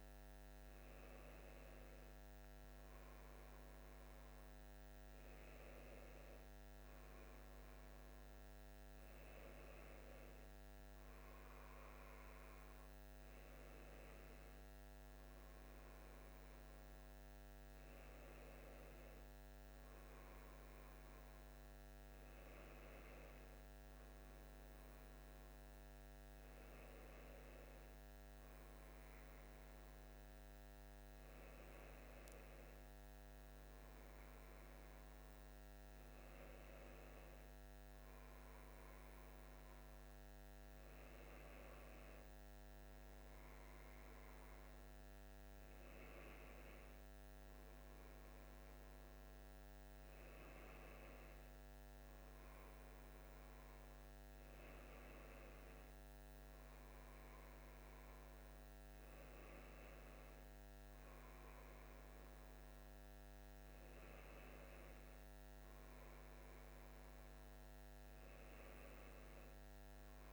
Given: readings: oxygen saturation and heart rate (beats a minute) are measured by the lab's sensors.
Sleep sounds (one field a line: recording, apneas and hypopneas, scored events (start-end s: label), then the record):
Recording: breathing in sleep, hard to hear, by a microphone on the trachea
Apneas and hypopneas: none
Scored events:
none scored
From the record:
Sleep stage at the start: N1 (lightest sleep)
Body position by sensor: on the left side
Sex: male